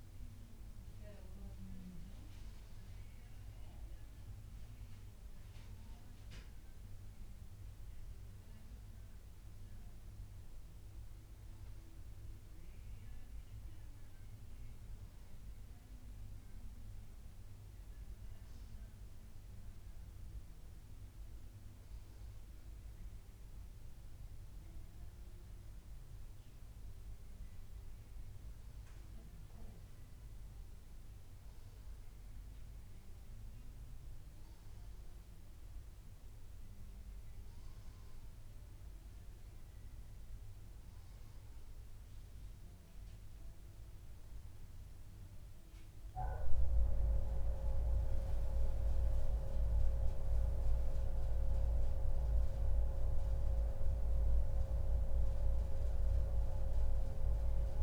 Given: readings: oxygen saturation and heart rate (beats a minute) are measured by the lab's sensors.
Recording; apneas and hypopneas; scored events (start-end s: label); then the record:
breathing in sleep by a room microphone; none
none scored
From the record:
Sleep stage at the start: N1 (lightest sleep); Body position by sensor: on the back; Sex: male